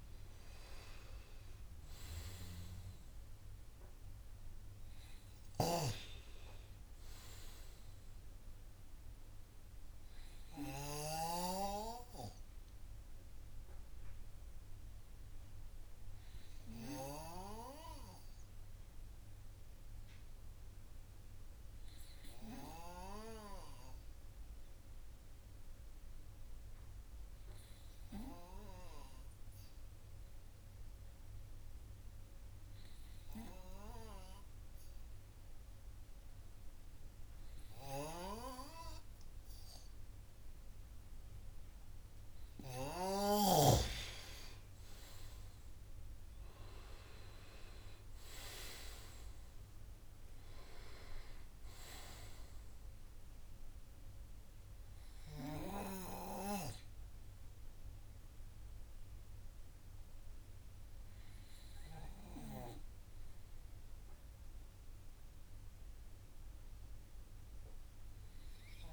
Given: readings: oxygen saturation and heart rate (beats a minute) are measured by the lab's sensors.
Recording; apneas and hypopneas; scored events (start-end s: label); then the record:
breathing in sleep by a room microphone; 1
5.50-11.50 s: snoring (device-marked)
16.00-41.50 s: hypopnea (oxygen 98% before, 93% lowest, heart rate 63 before, 49 extreme, up 13 after)
39.00-68.93 s: oxygen desaturation (device-marked, oxygen 98% before, 93% lowest, heart rate 75 before, 49 extreme)
44.50-48.50 s: arousal
From the record:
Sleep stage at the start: N2 (light sleep); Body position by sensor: on the right side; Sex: male